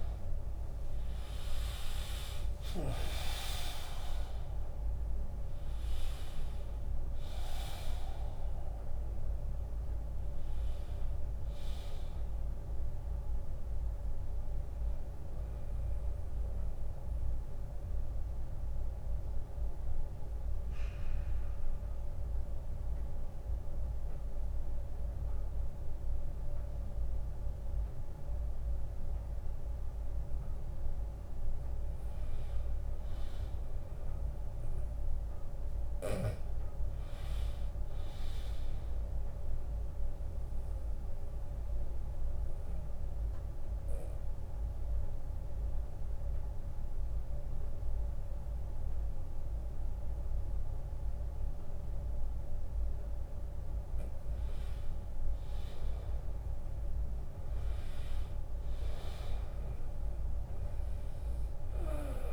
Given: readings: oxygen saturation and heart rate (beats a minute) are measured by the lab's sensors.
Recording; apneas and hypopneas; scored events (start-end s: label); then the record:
breathing in sleep, hard to hear, by a room microphone; 2
0.00-2.00 s: arousal
2.00-18.00 s: drop in pulse transit time (device-marked, heart rate 75 before, 73 extreme)
11.00-30.00 s: oxygen desaturation (device-marked, oxygen 97% before, 92% lowest, heart rate 76 before, 68 extreme)
15.50-30.50 s: obstructive apnea (oxygen 98% before, 92% lowest, heart rate 77 before, 68 extreme, up 16 after)
32.00-35.50 s: arousal
40.00-52.00 s: obstructive apnea (oxygen 100% before, 88% lowest, heart rate 78 before, 72 extreme, up 11 after)
46.00-57.00 s: oxygen desaturation (device-marked, oxygen 100% before, 94% lowest, heart rate 79 before, 73 extreme)
56.50-60.50 s: arousal
From the record:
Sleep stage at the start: N2 (light sleep); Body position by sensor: on the back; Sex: male